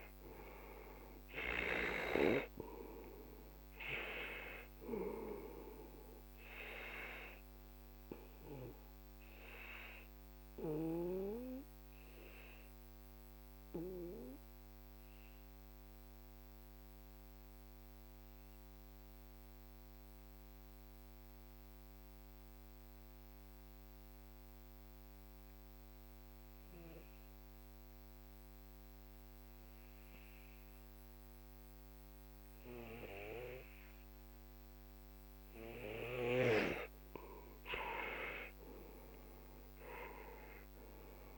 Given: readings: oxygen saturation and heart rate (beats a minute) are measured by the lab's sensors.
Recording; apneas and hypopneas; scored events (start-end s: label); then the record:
breathing in sleep by a microphone on the trachea; 1
0.00-21.00 s: oxygen desaturation (device-marked, oxygen 91% lowest, heart rate 41 extreme)
6.50-37.00 s: obstructive apnea (oxygen 97% before, 89% lowest, heart rate 52 before, 41 extreme, up 11 after)
36.00-41.38 s: oxygen desaturation (device-marked, oxygen 97% before, 89% lowest, heart rate 46 before, 41 extreme)
39.00-41.38 s: arousal
From the record:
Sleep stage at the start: N2 (light sleep); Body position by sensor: on the back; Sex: male